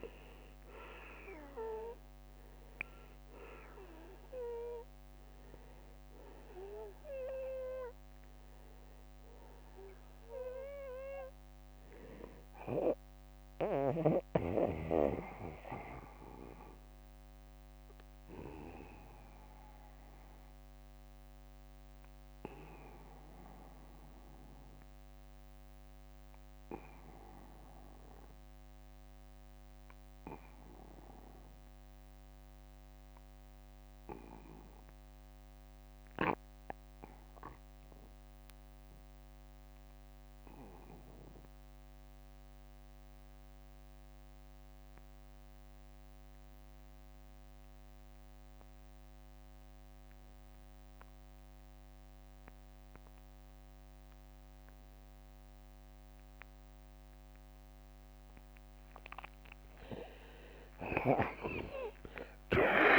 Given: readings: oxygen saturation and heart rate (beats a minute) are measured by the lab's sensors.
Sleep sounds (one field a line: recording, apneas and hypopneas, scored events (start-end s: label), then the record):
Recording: breathing in sleep by a microphone on the trachea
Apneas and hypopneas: 1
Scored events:
0.00-33.00 s: oxygen desaturation (device-marked, oxygen 78% lowest, heart rate 43 extreme)
9.50-11.50 s: long interval between heartbeats (device-marked, heart rate 65 before, 58 extreme)
12.50-57.00 s: obstructive apnea (oxygen 93% before, 72% lowest, heart rate 67 before, 42 extreme, up 36 after)
13.50-15.50 s: long interval between heartbeats (device-marked, heart rate 67 before, 62 extreme)
51.00-62.98 s: oxygen desaturation (device-marked, oxygen 96% before, 72% lowest, heart rate 51 before, 42 extreme)
61.00-62.98 s: arousal
From the record:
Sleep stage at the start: N2 (light sleep)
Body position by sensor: on the back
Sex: male